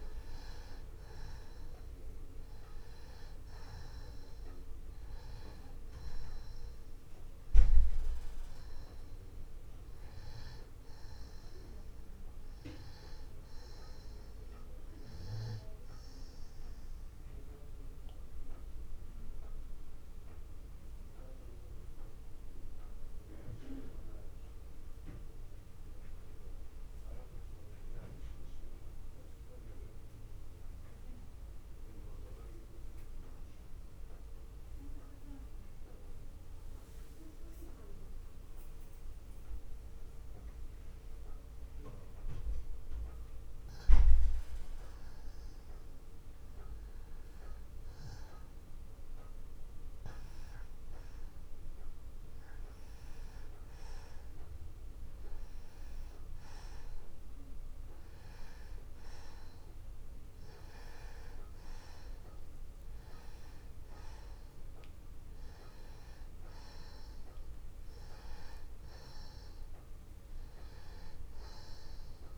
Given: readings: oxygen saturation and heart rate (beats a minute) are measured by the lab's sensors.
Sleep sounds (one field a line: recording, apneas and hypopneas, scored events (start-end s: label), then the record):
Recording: breathing in sleep, hard to hear, by a room microphone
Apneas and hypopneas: 1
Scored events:
0.00-31.50 s: oxygen desaturation (device-marked, oxygen 87% lowest, heart rate 40 extreme)
18.50-44.00 s: mixed apnea (oxygen 96% before, 87% lowest, heart rate 67 before, 30 extreme, up 30 after)
47.50-50.50 s: arousal
51.50-72.38 s: oxygen desaturation (device-marked, oxygen 97% before, 88% lowest)
From the record:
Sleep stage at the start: N2 (light sleep)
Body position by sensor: on the back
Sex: male